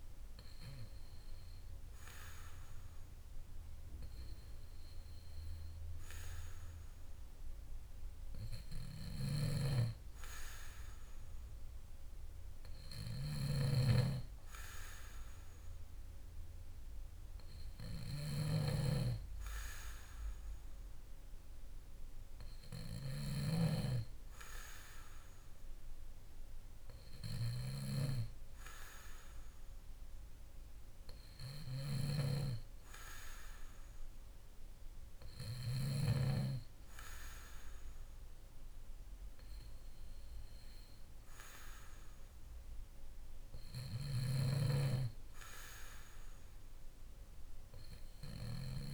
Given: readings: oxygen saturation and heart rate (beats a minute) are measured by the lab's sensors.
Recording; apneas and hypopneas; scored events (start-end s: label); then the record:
breathing in sleep by a room microphone; none
9.00-36.00 s: snoring (device-marked)
From the record:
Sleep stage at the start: N2 (light sleep); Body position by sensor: on the back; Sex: male